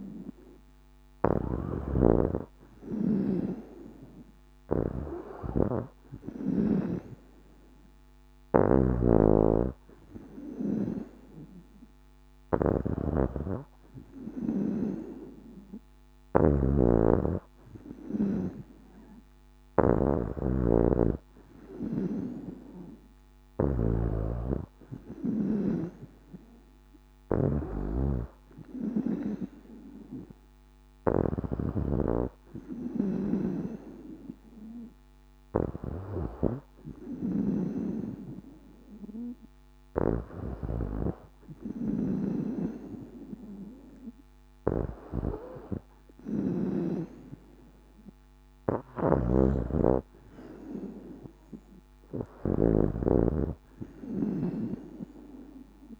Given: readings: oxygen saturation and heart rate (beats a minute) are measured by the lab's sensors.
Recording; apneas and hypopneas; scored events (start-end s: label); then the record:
breathing in sleep by a microphone on the trachea; none
0.00-19.50 s: snoring (device-marked)
21.50-25.50 s: snoring (device-marked)
27.50-31.00 s: snoring (device-marked)
33.00-40.00 s: snoring (device-marked)
48.50-56.00 s: snoring (device-marked)
From the record:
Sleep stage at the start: N2 (light sleep); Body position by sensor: on the back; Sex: female